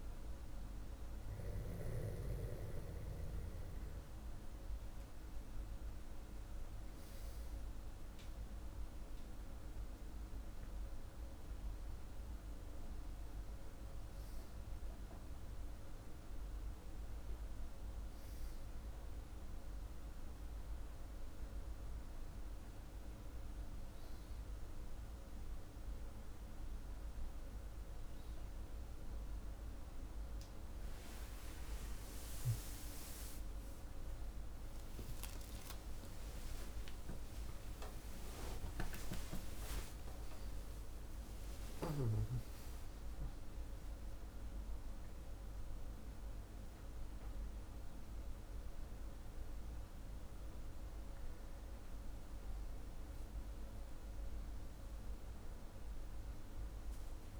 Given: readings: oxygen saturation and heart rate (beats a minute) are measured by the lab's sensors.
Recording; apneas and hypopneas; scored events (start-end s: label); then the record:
a person awake in a sleep study, hard to hear, by a room microphone; none
37.00-42.50 s: snoring (device-marked)
From the record:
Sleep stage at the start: awake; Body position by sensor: on the back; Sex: male